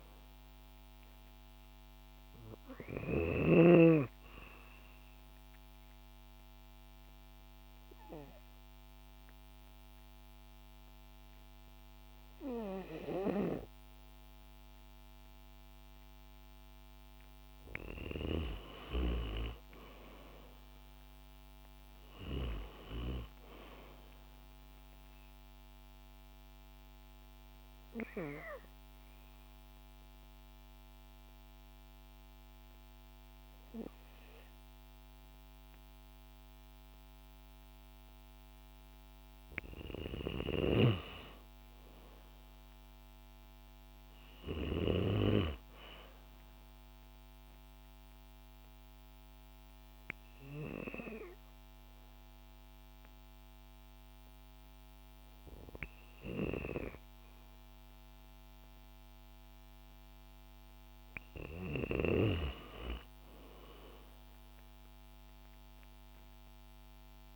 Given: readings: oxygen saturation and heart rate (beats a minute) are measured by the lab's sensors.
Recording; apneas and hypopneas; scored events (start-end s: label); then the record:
breathing in sleep by a microphone on the trachea; 3
0.00-1.50 s: arousal
4.50-16.50 s: obstructive apnea (oxygen 98% before, 93% lowest)
19.00-22.00 s: arousal
24.50-38.00 s: obstructive apnea (oxygen 98% before, 93% lowest)
39.50-44.50 s: snoring (device-marked)
41.00-44.50 s: arousal
48.00-59.00 s: hypopnea (oxygen 97% before, 94% lowest, heart rate 68 before, 76 extreme)
61.50-64.50 s: arousal
From the record:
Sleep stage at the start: N2 (light sleep); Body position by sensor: on the back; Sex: female